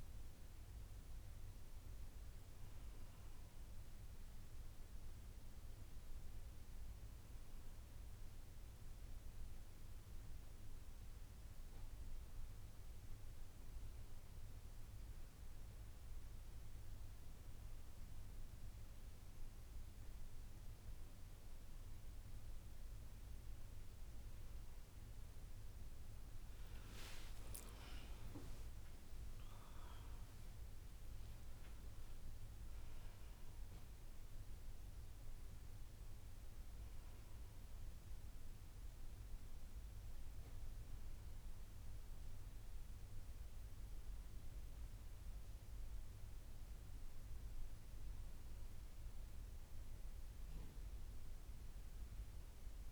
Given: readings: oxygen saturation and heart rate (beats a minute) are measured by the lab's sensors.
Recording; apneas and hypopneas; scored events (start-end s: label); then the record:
breathing in sleep, hard to hear, by a room microphone; none
28.00-32.00 s: arousal
From the record:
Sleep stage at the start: N1 (lightest sleep); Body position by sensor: on the back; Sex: female